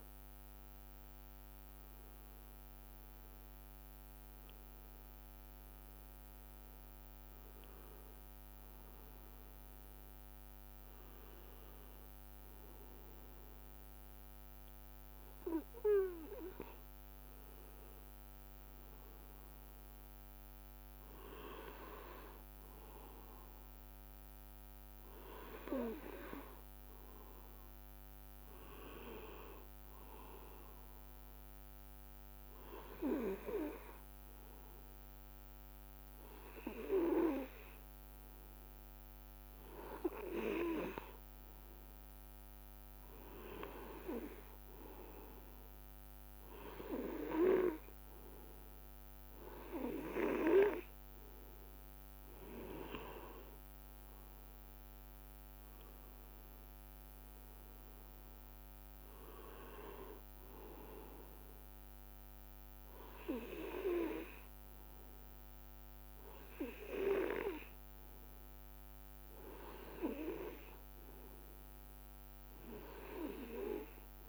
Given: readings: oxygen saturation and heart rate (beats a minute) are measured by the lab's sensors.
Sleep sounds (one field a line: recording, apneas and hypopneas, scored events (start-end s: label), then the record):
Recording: breathing in sleep by a microphone on the trachea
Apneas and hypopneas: none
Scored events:
2.00-6.50 s: arousal
4.00-6.00 s: long interval between heartbeats (device-marked, heart rate 60 before, 63 extreme)
13.50-15.50 s: long interval between heartbeats (device-marked, heart rate 54 before, 38 extreme)
20.50-22.50 s: long interval between heartbeats (device-marked, heart rate 49 before, 53 extreme)
24.50-26.50 s: long interval between heartbeats (device-marked, heart rate 47 before, 49 extreme)
From the record:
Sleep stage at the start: N2 (light sleep)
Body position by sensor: on the right side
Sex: male